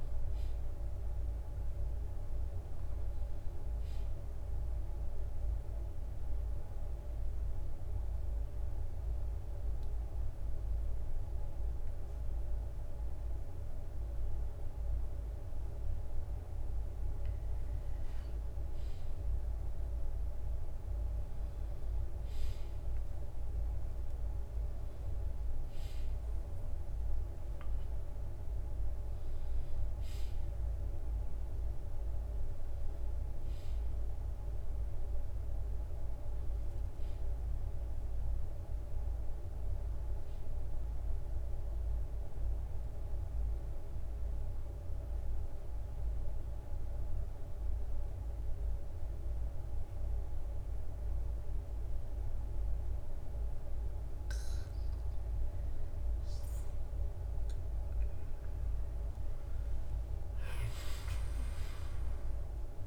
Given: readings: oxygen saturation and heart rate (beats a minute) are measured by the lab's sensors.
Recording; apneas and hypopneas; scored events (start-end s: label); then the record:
breathing in sleep, hard to hear, by a room microphone; 2
0.00-6.00 s: drop in pulse transit time (device-marked, heart rate 63 extreme)
7.50-17.50 s: obstructive apnea (oxygen 96% before, 94% lowest, heart rate 66 before, 61 extreme, up 5 after)
22.50-27.50 s: arousal
42.50-54.50 s: obstructive apnea (oxygen 96% before, 94% lowest, heart rate 66 before, 61 extreme, up 6 after)
60.50-62.87 s: arousal
61.00-62.87 s: drop in pulse transit time (device-marked, heart rate 63 before, 66 extreme)
From the record:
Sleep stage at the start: N2 (light sleep); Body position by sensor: on the back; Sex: male